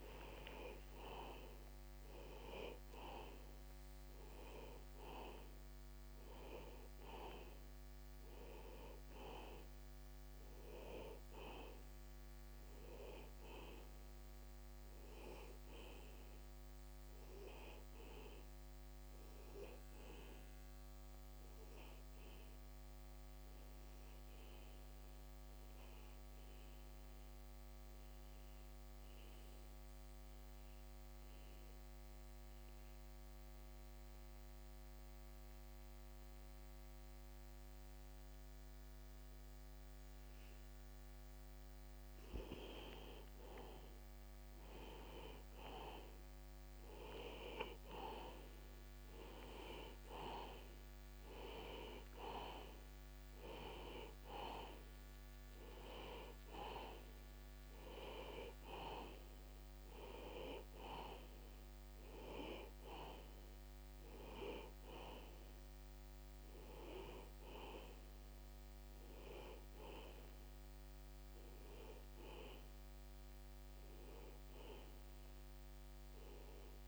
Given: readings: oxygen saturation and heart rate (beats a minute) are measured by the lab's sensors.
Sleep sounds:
breathing in sleep by a microphone on the trachea; 1
0.00-2.00 s: arousal
8.00-36.00 s: oxygen desaturation (device-marked, oxygen 94% before, 91% lowest, heart rate 44 before, 44 extreme)
22.50-42.00 s: obstructive apnea (oxygen 94% before, 85% lowest, heart rate 58 before, 44 extreme, up 17 after)
44.00-47.50 s: arousal
51.00-76.88 s: oxygen desaturation (device-marked, oxygen 96% before, 85% lowest, heart rate 55 before, 35 extreme)
From the record:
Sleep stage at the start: N2 (light sleep); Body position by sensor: on the back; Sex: male

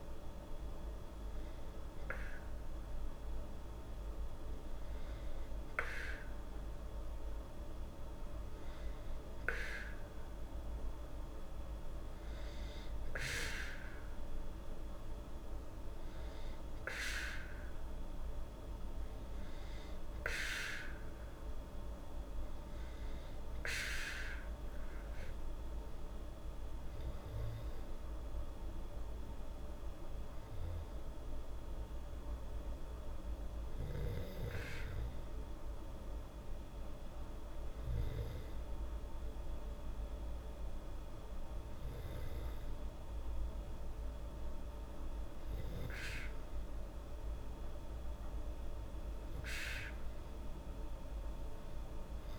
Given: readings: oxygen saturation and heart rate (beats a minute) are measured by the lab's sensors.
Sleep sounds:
breathing in sleep by a room microphone; none
none scored
From the record:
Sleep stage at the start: N2 (light sleep); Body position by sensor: on the back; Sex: female

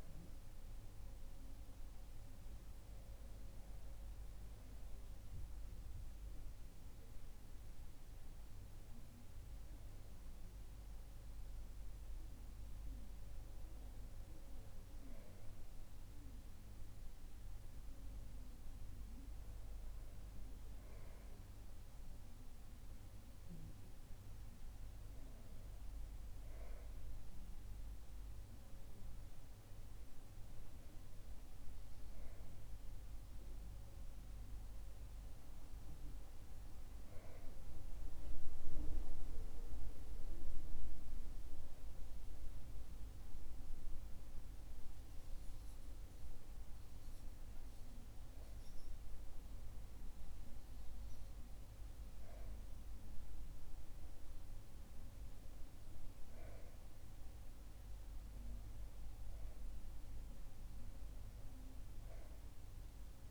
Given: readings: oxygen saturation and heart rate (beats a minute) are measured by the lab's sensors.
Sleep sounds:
breathing in sleep, hard to hear, by a room microphone; none
none scored
From the record:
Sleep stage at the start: REM sleep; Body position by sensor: on the back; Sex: male

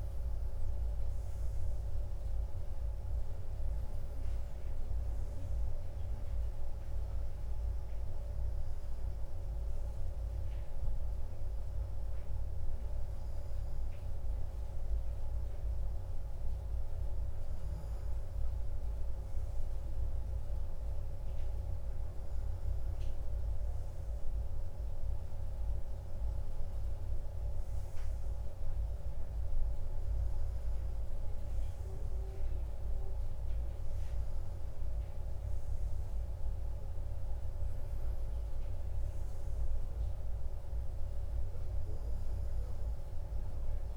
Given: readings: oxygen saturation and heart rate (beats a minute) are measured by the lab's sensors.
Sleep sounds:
breathing in sleep, hard to hear, by a room microphone; none
none scored
From the record:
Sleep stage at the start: N1 (lightest sleep); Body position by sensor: on the right side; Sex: male

